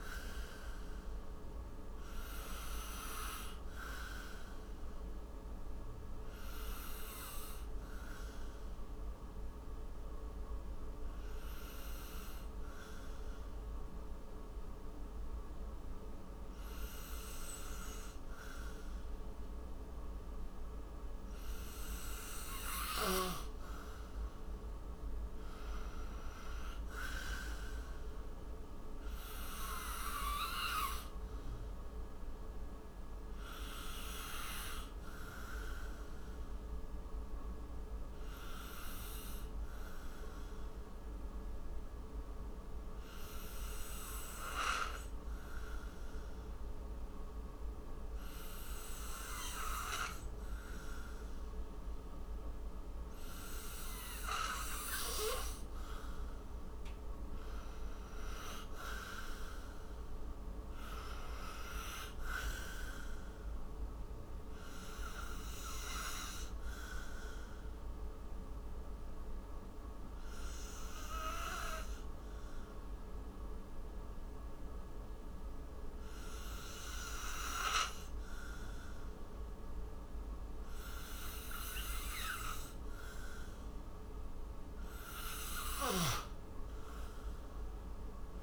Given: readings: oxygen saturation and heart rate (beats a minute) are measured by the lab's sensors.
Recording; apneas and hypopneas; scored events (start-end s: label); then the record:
breathing in sleep by a room microphone; 3
0.00-18.50 s: oxygen desaturation (device-marked, oxygen 92% lowest, heart rate 56 extreme)
4.50-23.00 s: obstructive apnea (oxygen 97% before, 90% lowest, heart rate 61 before, 56 extreme, up 12 after)
25.00-28.00 s: arousal
30.50-46.50 s: oxygen desaturation (device-marked, oxygen 97% before, 92% lowest, heart rate 61 before, 58 extreme)
34.00-56.50 s: obstructive apnea (oxygen 97% before, 90% lowest, heart rate 61 before, 56 extreme, up 15 after)
57.00-60.00 s: arousal
58.50-78.50 s: oxygen desaturation (device-marked, oxygen 96% before, 90% lowest, heart rate 63 before, 54 extreme)
63.00-83.50 s: obstructive apnea (oxygen 96% before, 90% lowest, heart rate 65 before, 54 extreme, up 15 after)
86.00-88.43 s: arousal
From the record:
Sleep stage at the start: N2 (light sleep); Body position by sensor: on the right side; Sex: male